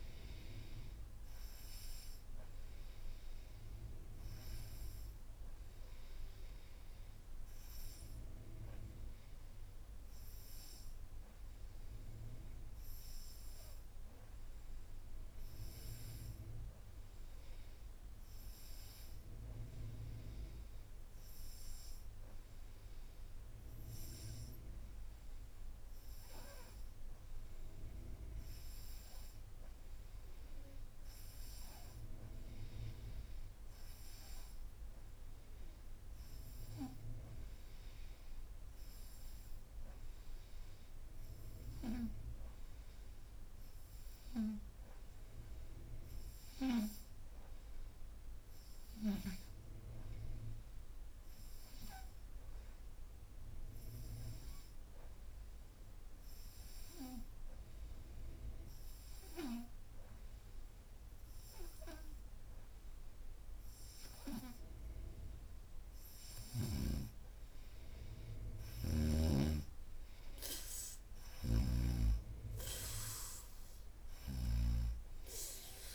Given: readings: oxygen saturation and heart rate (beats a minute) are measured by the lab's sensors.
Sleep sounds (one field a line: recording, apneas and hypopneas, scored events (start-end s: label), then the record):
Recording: breathing in sleep by a room microphone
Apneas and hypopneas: 1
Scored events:
0.00-11.50 s: oxygen desaturation (device-marked, oxygen 90% lowest, heart rate 75 extreme)
54.00-65.00 s: hypopnea (oxygen 94% before, 90% lowest, heart rate 85 before, 66 extreme, up 2 after)
66.50-70.00 s: arousal
70.50-75.95 s: oxygen desaturation (device-marked, oxygen 94% before, 90% lowest, heart rate 85 before, 66 extreme)
From the record:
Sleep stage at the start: N2 (light sleep)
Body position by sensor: upright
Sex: female